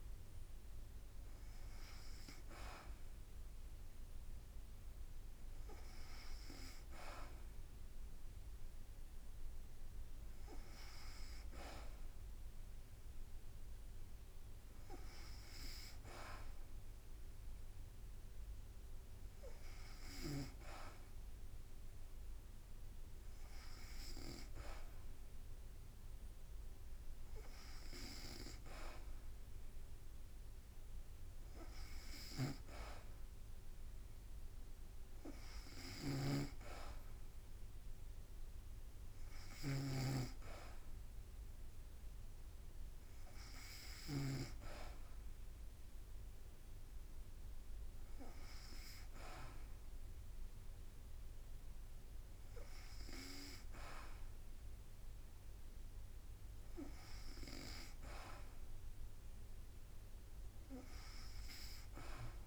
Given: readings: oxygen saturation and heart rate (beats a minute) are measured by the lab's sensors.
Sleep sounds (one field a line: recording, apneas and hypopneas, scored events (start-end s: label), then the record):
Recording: breathing in sleep by a room microphone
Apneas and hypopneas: none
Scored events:
32.00-44.00 s: snoring (device-marked)
From the record:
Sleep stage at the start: N2 (light sleep)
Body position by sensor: on the back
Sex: female